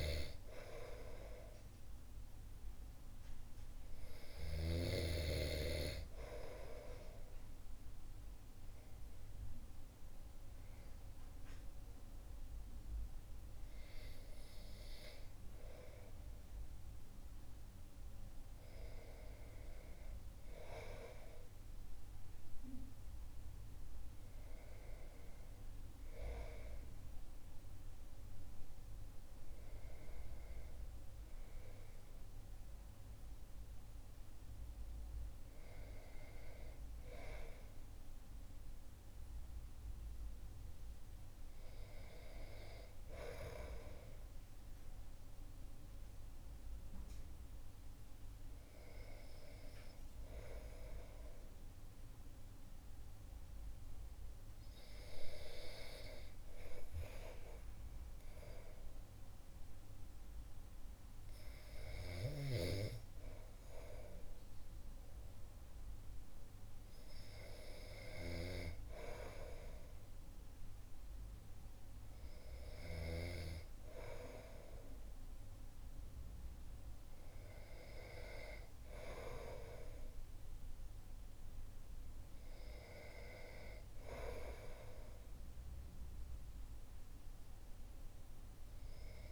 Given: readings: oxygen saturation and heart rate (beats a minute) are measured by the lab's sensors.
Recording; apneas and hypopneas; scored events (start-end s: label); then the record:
breathing in sleep by a room microphone; none
0.00-4.00 s: snoring (device-marked)
From the record:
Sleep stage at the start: N2 (light sleep); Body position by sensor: on the back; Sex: male